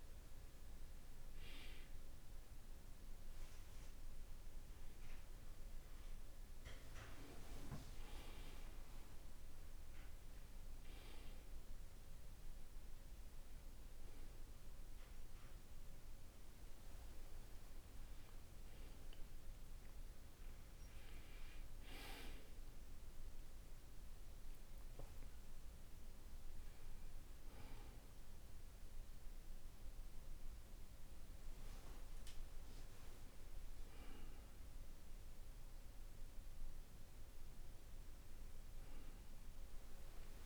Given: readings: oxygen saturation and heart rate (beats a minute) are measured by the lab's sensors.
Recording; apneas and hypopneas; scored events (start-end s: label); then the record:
a person awake in a sleep study, by a room microphone; none
4.50-34.50 s: new sleep stage, awake
34.50-40.45 s: new sleep stage, N1 (lightest sleep)
From the record:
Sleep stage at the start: N2 (light sleep); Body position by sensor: on the back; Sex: male